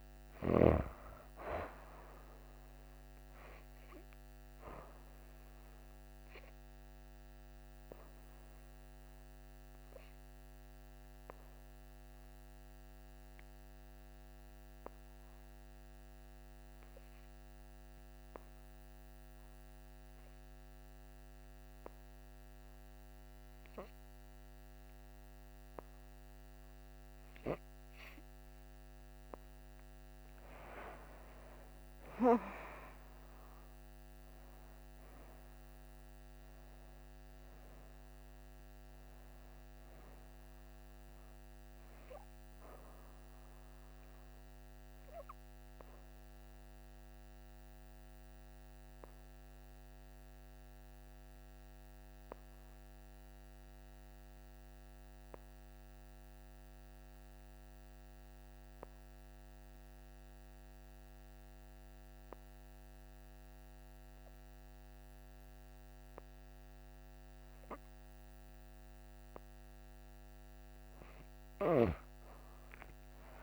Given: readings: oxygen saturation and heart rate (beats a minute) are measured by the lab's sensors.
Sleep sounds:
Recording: breathing in sleep by a microphone on the trachea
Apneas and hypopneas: 2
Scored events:
4.00-27.50 s: obstructive apnea (oxygen 97% before, 88% lowest, heart rate 63 before, 57 extreme, up 8 after)
10.00-29.00 s: oxygen desaturation (device-marked, oxygen 96% before, 89% lowest, heart rate 65 before, 57 extreme)
30.00-34.00 s: arousal
42.50-69.00 s: obstructive apnea (oxygen 96% before, 88% lowest, heart rate 62 before, 58 extreme, up 10 after)
56.00-63.00 s: oxygen desaturation (device-marked, oxygen 93% before, 88% lowest, heart rate 64 before, 59 extreme)
72.00-73.43 s: arousal
From the record:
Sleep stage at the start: N2 (light sleep)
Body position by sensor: on the back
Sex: female

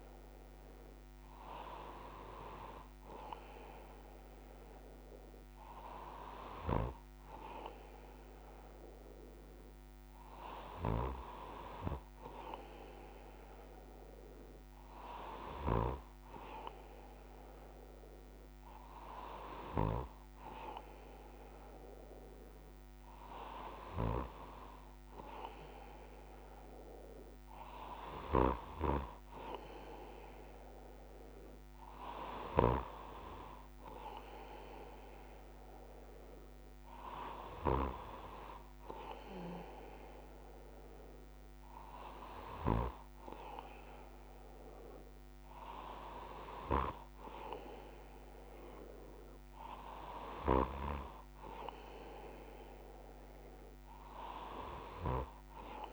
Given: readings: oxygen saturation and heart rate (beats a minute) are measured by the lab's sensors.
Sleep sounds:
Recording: breathing in sleep by a microphone on the trachea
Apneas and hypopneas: none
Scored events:
none scored
From the record:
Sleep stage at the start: N1 (lightest sleep)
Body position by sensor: on the left side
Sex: male

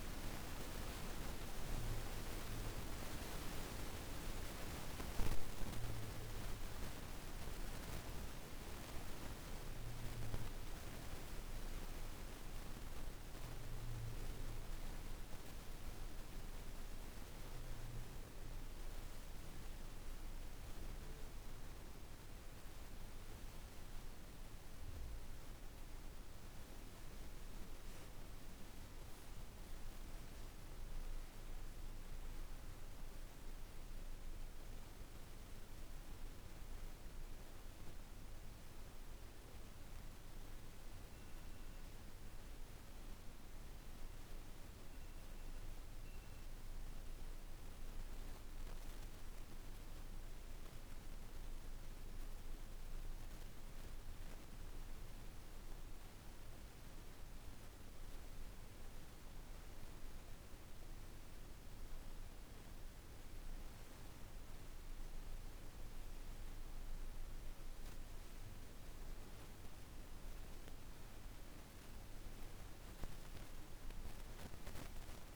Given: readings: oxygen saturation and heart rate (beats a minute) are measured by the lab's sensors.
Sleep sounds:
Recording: a person awake in a sleep study, by a room microphone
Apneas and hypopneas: none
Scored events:
none scored
From the record:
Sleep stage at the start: awake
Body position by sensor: on the right side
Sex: female

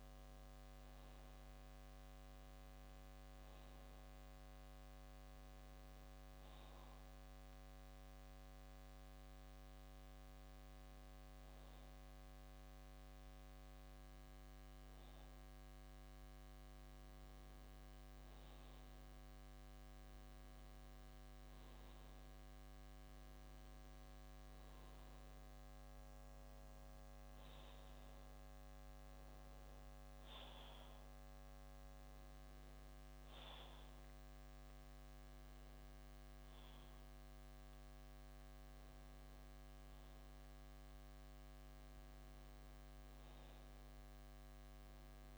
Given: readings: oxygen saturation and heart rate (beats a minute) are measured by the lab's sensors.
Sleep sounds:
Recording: breathing in sleep, hard to hear, by a microphone on the trachea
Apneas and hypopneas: 1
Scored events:
6.50-18.00 s: obstructive apnea (oxygen 94% before, 92% lowest, heart rate 63 before, 59 extreme, up 2 after)
21.50-26.00 s: arousal
35.50-45.38 s: bradycardia (device-marked, heart rate 63 before, 59 extreme)
From the record:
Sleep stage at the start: REM sleep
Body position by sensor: on the back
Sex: male

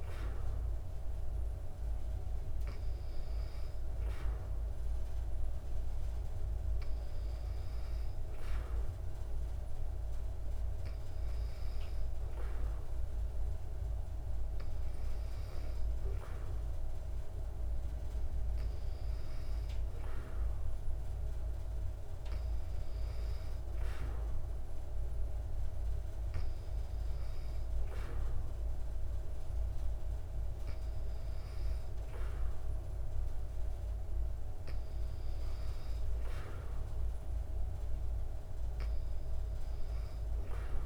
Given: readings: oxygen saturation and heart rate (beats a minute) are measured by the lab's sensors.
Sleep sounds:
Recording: breathing in sleep, hard to hear, by a room microphone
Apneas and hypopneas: none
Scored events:
none scored
From the record:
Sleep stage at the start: N2 (light sleep)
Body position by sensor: on the back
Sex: female

